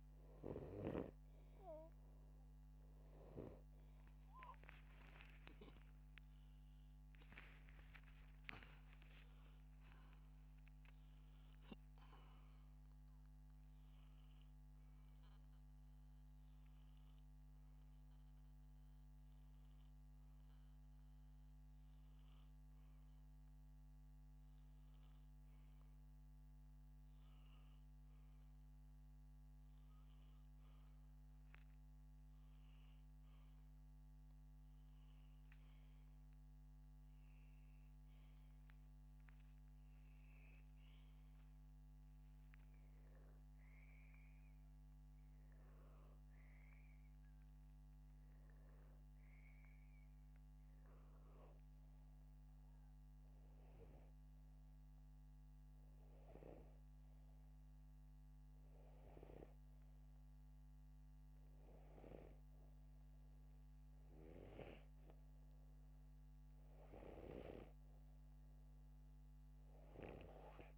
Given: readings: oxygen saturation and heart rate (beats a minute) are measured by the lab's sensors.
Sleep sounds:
breathing in sleep by a microphone on the trachea; none
5.00-9.50 s: arousal
From the record:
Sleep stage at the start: N2 (light sleep); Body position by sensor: upright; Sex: male

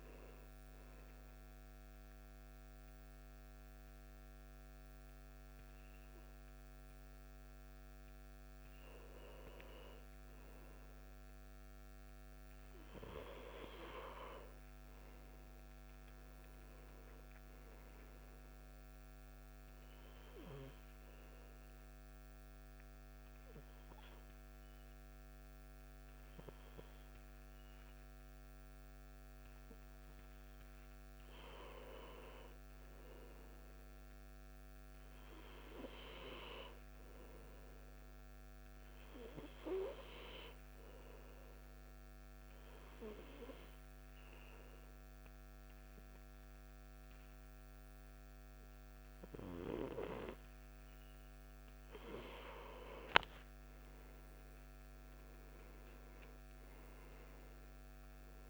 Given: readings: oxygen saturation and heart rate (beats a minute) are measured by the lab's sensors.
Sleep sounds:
breathing in sleep by a microphone on the trachea; 1
14.00-32.00 s: oxygen desaturation (device-marked, oxygen 96% before, 93% lowest, heart rate 63 before, 59 extreme)
15.00-19.00 s: arousal
20.00-58.50 s: new sleep stage, N2 (light sleep)
22.00-32.00 s: hypopnea (oxygen 97% before, 92% lowest, heart rate 61 before, 59 extreme, up 3 after)
34.00-38.50 s: arousal
From the record:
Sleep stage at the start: N1 (lightest sleep); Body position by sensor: on the back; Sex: male

